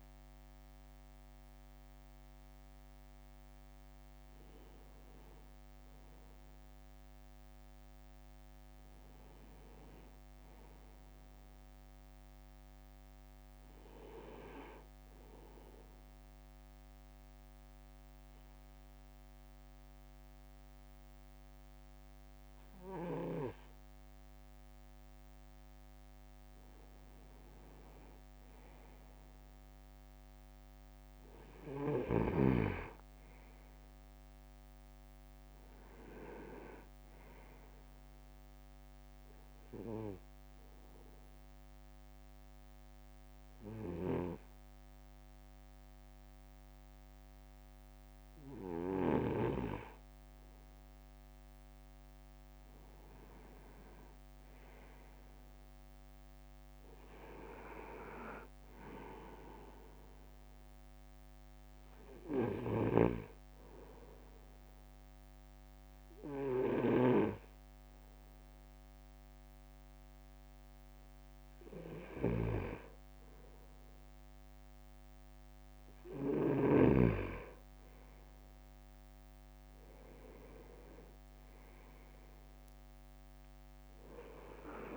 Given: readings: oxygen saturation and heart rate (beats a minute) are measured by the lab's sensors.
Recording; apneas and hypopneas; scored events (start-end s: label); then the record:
breathing in sleep by a microphone on the trachea; 3
5.50-16.50 s: drop in pulse transit time (device-marked, heart rate 55 before, 55 extreme)
6.50-9.00 s: leg movement (device-marked)
9.50-84.97 s: new sleep stage, N2 (light sleep)
15.50-27.50 s: obstructive apnea (oxygen 98% before, 96% lowest, heart rate 56 before, 52 extreme, up 3 after)
29.00-33.00 s: arousal
34.50-36.00 s: leg movement (device-marked)
39.50-50.50 s: obstructive apnea (oxygen 98% before, 96% lowest, heart rate 56 before, 51 extreme, up 8 after)
50.50-62.50 s: drop in pulse transit time (device-marked, heart rate 55 before, 51 extreme)
51.00-52.50 s: leg movement (device-marked)
52.00-55.50 s: arousal
61.50-72.50 s: obstructive apnea (oxygen 97% before, 97% lowest, heart rate 56 before, 51 extreme, up 4 after)
63.00-77.00 s: snoring (device-marked)
78.50-84.97 s: drop in pulse transit time (device-marked, heart rate 55 before, 51 extreme)
79.00-82.50 s: arousal
79.50-82.00 s: leg movement (device-marked)
From the record:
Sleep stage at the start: N1 (lightest sleep); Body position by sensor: on the right side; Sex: male